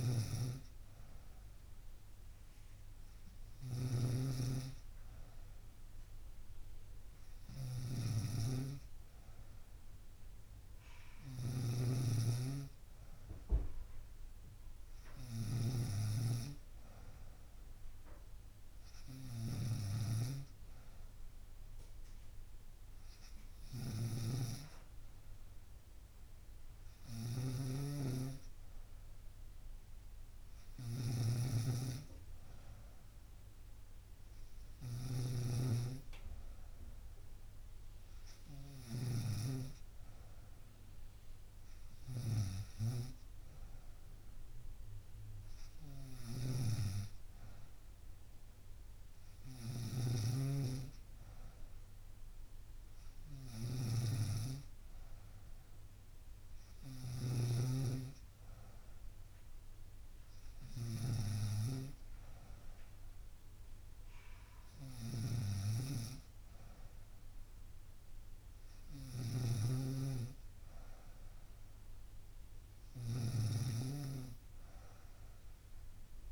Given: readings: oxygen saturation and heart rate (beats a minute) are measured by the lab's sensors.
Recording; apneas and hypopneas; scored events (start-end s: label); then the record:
breathing in sleep by a room microphone; none
0.00-76.32 s: snoring (device-marked)
From the record:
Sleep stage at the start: N3 (deep sleep); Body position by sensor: on the right side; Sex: female